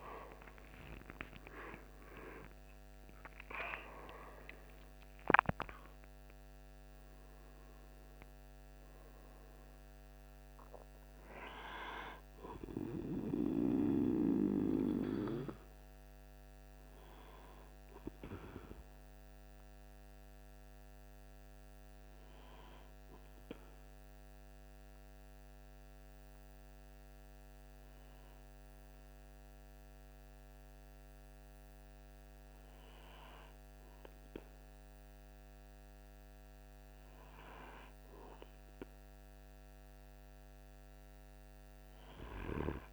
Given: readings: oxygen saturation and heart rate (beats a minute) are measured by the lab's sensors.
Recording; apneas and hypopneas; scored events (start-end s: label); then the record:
breathing in sleep by a microphone on the trachea; none
0.00-2.50 s: arousal
From the record:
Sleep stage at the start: N2 (light sleep); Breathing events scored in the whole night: 239 in 6.0 hours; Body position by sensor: on the right side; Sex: male